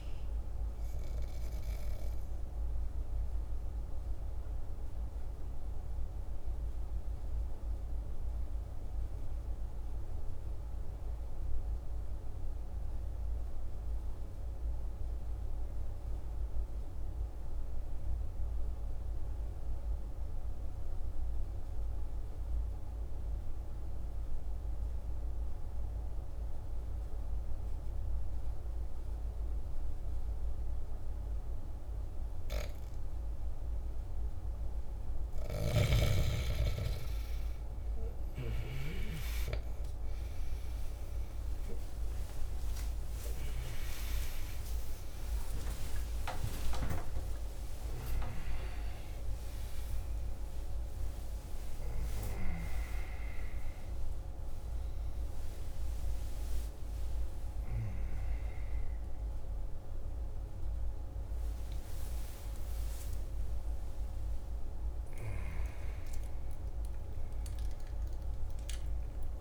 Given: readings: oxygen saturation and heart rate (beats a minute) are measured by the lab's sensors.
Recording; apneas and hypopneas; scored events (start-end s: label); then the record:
a person partly awake in a sleep study, by a room microphone; 1
0.00-10.50 s: oxygen desaturation (device-marked, oxygen 82% lowest, heart rate 47 extreme)
2.50-33.50 s: obstructive apnea (oxygen 93% before, 82% lowest, heart rate 55 before, 47 extreme, up 11 after)
28.50-53.50 s: oxygen desaturation (device-marked, oxygen 99% before, 89% lowest, heart rate 48 before, 50 extreme)
35.50-69.41 s: new sleep stage, awake
55.50-69.41 s: oxygen desaturation (device-marked, oxygen 93% before, 84% lowest, heart rate 65 before, 57 extreme)
From the record:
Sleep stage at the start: N2 (light sleep); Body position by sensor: on the back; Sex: male